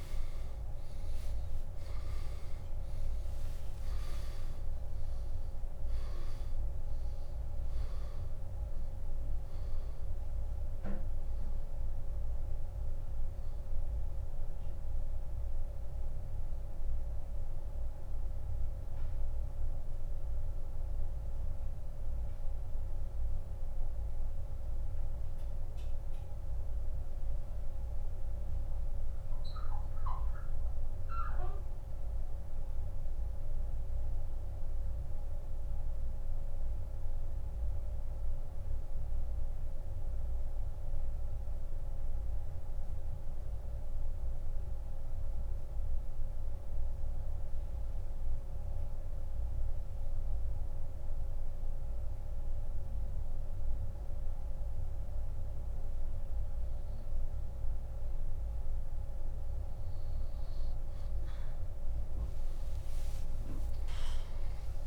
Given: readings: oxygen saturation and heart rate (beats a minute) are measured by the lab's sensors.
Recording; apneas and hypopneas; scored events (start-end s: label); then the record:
breathing in sleep, hard to hear, by a room microphone; 1
0.00-2.00 s: arousal
0.00-57.00 s: oxygen desaturation (device-marked, oxygen 85% lowest, heart rate 57 extreme)
17.00-57.50 s: central apnea (oxygen 98% before, 85% lowest, heart rate 101 before, 57 extreme, up 8 after)
63.00-64.87 s: arousal
From the record:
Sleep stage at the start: N2 (light sleep); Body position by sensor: on the back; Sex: male